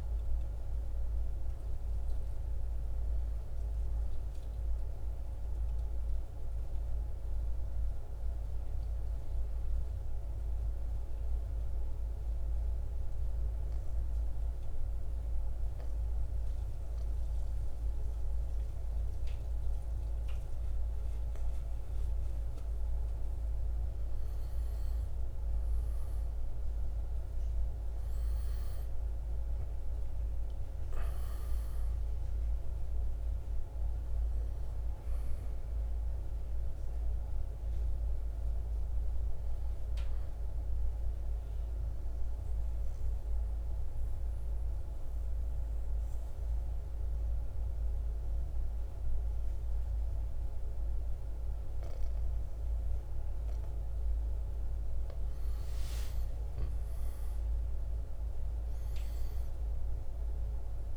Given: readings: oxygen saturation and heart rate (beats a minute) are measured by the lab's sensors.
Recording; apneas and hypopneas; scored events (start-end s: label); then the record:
breathing in sleep, hard to hear, by a room microphone; 2
0.00-4.50 s: drop in pulse transit time (device-marked, heart rate 61 extreme)
3.50-16.50 s: oxygen desaturation (device-marked, oxygen 97% before, 91% lowest, heart rate 65 before, 57 extreme)
10.50-23.00 s: obstructive apnea (oxygen 97% before, 91% lowest, heart rate 66 before, 57 extreme, up 6 after)
26.00-30.50 s: arousal
36.50-49.50 s: oxygen desaturation (device-marked, oxygen 97% before, 92% lowest, heart rate 60 before, 57 extreme)
39.50-54.00 s: obstructive apnea (oxygen 97% before, 92% lowest, heart rate 61 before, 55 extreme, up 7 after)
55.50-60.97 s: arousal
From the record:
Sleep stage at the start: N2 (light sleep); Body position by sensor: on the right side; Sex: male